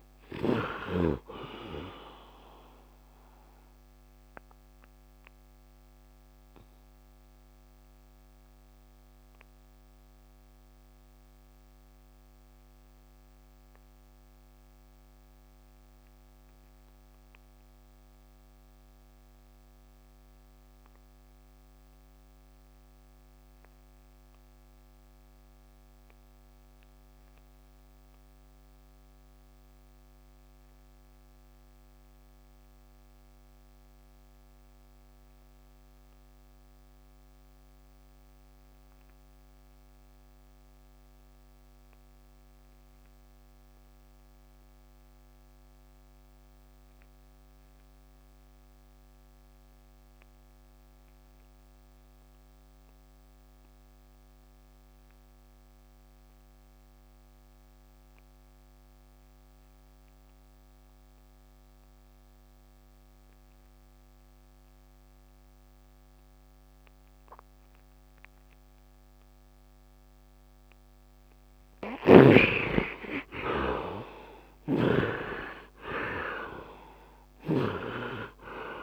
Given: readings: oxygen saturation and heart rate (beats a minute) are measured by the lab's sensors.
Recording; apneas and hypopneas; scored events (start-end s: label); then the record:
breathing in sleep by a microphone on the trachea; 1
0.00-16.50 s: oxygen desaturation (device-marked, oxygen 51% lowest, heart rate 73 extreme)
3.50-70.50 s: obstructive apnea (heart rate 86 before, 66 extreme, up 22 after)
20.50-78.83 s: oxygen desaturation (device-marked, heart rate 81 before, 66 extreme)
72.00-76.50 s: arousal
74.00-77.50 s: snoring (device-marked)
From the record:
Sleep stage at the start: REM sleep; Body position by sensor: on the right side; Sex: male